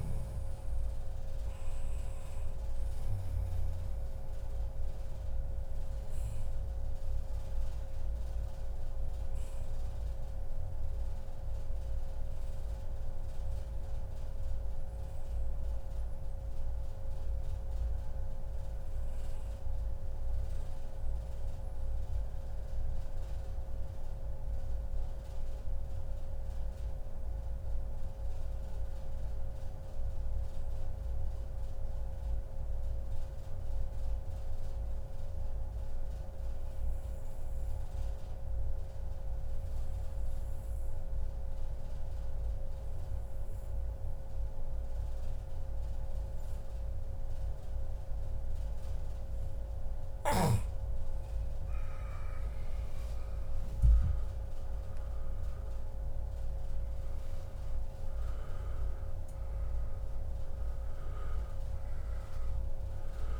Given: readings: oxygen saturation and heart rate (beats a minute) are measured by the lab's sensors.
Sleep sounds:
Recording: breathing in sleep, hard to hear, by a room microphone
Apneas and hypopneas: 1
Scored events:
0.00-3.50 s: oxygen desaturation (device-marked, oxygen 94% lowest, heart rate 97 extreme)
8.50-48.00 s: obstructive apnea (oxygen 97% before, 91% lowest, heart rate 111 before, 96 extreme, up 33 after)
20.00-22.00 s: long interval between heartbeats (device-marked, heart rate 111 before, 100 extreme)
24.00-26.00 s: long interval between heartbeats (device-marked, heart rate 109 before, 97 extreme)
41.50-63.40 s: oxygen desaturation (device-marked, oxygen 98% before, 91% lowest, heart rate 105 before, 103 extreme)
42.00-44.00 s: long interval between heartbeats (device-marked, heart rate 105 before, 120 extreme)
51.50-56.50 s: arousal
52.00-54.00 s: long interval between heartbeats (device-marked, heart rate 110 before, 120 extreme)
From the record:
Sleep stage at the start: N2 (light sleep)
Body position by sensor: on the back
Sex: male

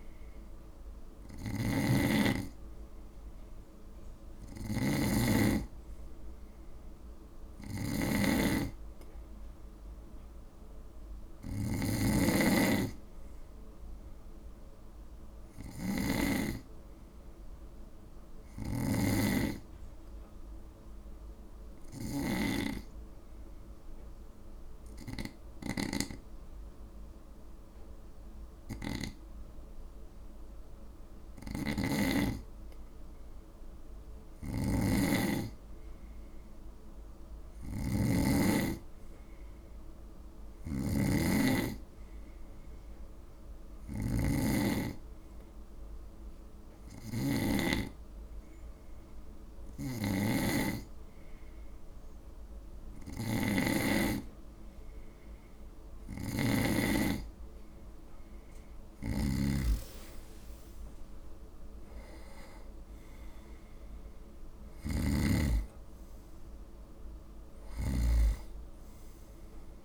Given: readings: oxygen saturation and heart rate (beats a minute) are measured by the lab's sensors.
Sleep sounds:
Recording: breathing in sleep by a room microphone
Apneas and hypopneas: 2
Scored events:
0.00-47.50 s: snoring (device-marked)
8.50-17.50 s: oxygen desaturation (device-marked, oxygen 94% before, 91% lowest, heart rate 57 before, 53 extreme)
20.50-32.50 s: obstructive apnea (oxygen 95% before, 90% lowest, heart rate 57 before, 53 extreme, up 2 after)
35.00-38.50 s: arousal
44.50-56.50 s: hypopnea (oxygen 95% before, 90% lowest, heart rate 55 before, 54 extreme, up 8 after)
49.50-69.85 s: snoring (device-marked)
50.50-59.50 s: oxygen desaturation (device-marked, oxygen 95% before, 90% lowest, heart rate 55 before, 53 extreme)
59.50-63.50 s: arousal
From the record:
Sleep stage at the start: N2 (light sleep)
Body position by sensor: on the right side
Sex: male

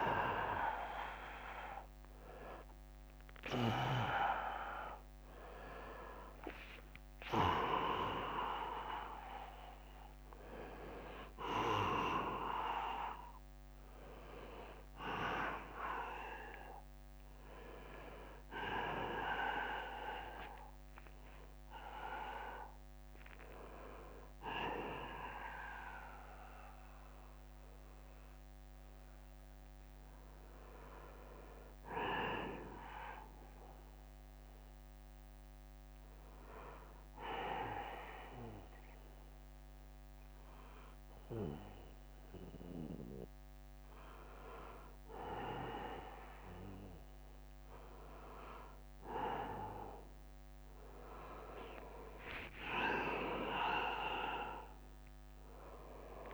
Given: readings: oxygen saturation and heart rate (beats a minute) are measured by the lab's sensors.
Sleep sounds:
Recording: a person partly awake in a sleep study, by a microphone on the trachea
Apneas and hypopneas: 1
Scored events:
0.00-11.50 s: drop in pulse transit time (device-marked, heart rate 78 extreme)
0.00-11.50 s: tachycardia (device-marked, heart rate 140 extreme)
1.00-3.00 s: long interval between heartbeats (device-marked, heart rate 103 before, 126 extreme)
1.50-17.50 s: oxygen desaturation (device-marked, oxygen 96% before, 88% lowest, heart rate 106 before, 71 extreme)
7.50-9.50 s: long interval between heartbeats (device-marked, heart rate 120 before, 128 extreme)
23.50-56.34 s: new sleep stage, N2 (light sleep)
26.00-28.00 s: long interval between heartbeats (device-marked, heart rate 101 before, 88 extreme)
33.00-44.00 s: hypopnea (oxygen 100% before, 94% lowest, heart rate 86 before, 69 extreme, up 7 after)
47.00-51.00 s: arousal
47.50-56.34 s: oxygen desaturation (device-marked, oxygen 100% before, 94% lowest, heart rate 76 before, 64 extreme)
From the record:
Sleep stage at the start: awake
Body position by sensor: on the back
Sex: male

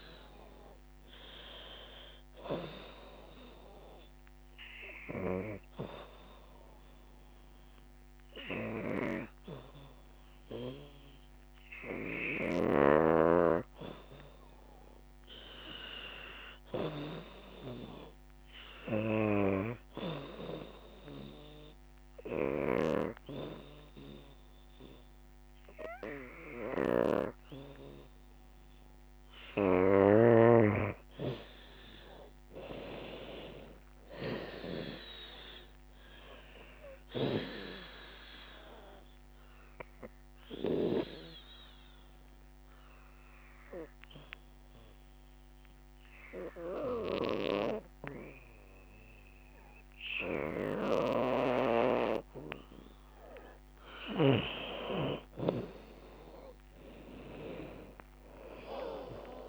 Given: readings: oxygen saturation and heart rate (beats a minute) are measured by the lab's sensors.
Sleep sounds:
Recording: breathing in sleep by a microphone on the trachea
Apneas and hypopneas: 2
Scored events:
0.50-17.50 s: oxygen desaturation (device-marked, oxygen 87% before, 84% lowest, heart rate 82 before, 76 extreme)
4.50-14.50 s: hypopnea (oxygen 87% before, 82% lowest, heart rate 83 before, 76 extreme, up 5 after)
16.00-20.00 s: arousal
19.50-33.50 s: oxygen desaturation (device-marked, oxygen 90% before, 84% lowest, heart rate 84 before, 73 extreme)
38.00-52.00 s: obstructive apnea (oxygen 91% before, 82% lowest, heart rate 82 before, 71 extreme, up 15 after)
41.50-52.50 s: oxygen desaturation (device-marked, oxygen 91% before, 84% lowest, heart rate 81 before, 71 extreme)
55.00-59.49 s: arousal
57.50-59.49 s: drop in pulse transit time (device-marked, heart rate 77 before, 74 extreme)
From the record:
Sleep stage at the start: N2 (light sleep)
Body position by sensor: on the back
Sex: female

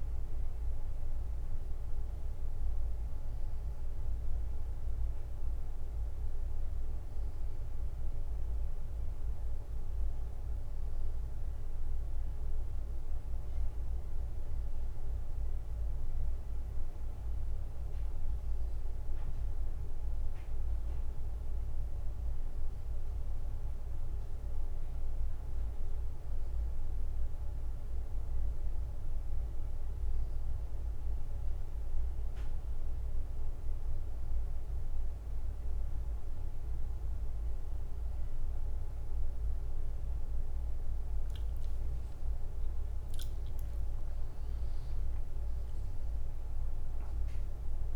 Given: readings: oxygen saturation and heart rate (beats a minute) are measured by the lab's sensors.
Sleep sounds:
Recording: breathing in sleep, hard to hear, by a room microphone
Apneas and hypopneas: none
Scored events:
0.00-2.50 s: oxygen desaturation (device-marked, oxygen 93% lowest, heart rate 77 extreme)
43.50-47.96 s: new sleep stage, awake
From the record:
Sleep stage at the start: N1 (lightest sleep)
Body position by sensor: on the right side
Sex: male

